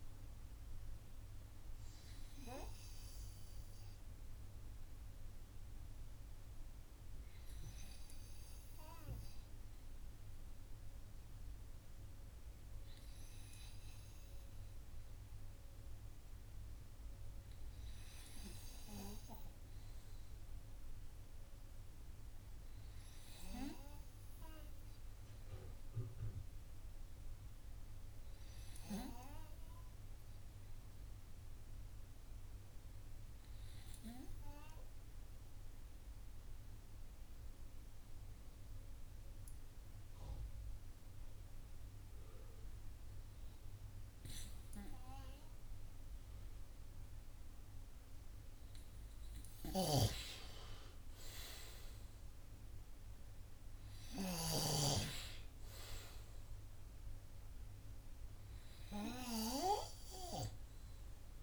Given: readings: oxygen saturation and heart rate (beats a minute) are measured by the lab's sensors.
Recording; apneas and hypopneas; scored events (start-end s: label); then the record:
breathing in sleep by a room microphone; 2
3.50-15.00 s: hypopnea (oxygen 98% before, 94% lowest, heart rate 69 before, 51 extreme, up 0 after)
17.50-20.00 s: arousal
35.00-51.00 s: hypopnea (oxygen 99% before, 94% lowest, heart rate 59 before, 52 extreme, up 25 after)
49.50-54.50 s: snoring (device-marked)
51.50-54.50 s: arousal
From the record:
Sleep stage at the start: N2 (light sleep); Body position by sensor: on the right side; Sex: male